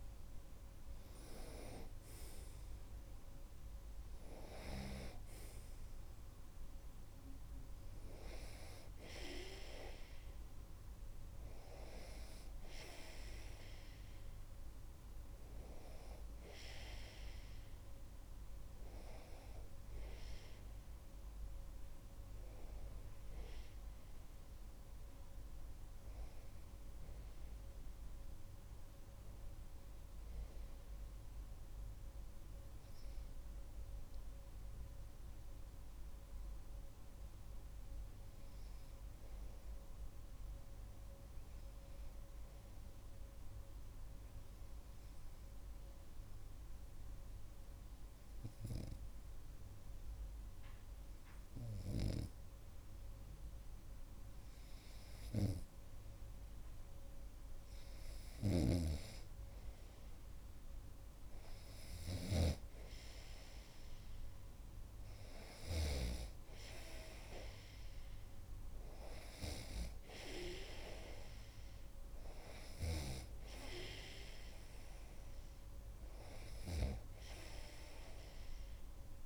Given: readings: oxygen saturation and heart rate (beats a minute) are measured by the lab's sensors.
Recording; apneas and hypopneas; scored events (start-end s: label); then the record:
breathing in sleep by a room microphone; 1
43.50-54.50 s: obstructive apnea (oxygen 99% before, 96% lowest)
58.50-63.00 s: arousal
58.50-66.50 s: snoring (device-marked)
From the record:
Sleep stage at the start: N2 (light sleep); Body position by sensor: on the right side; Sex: male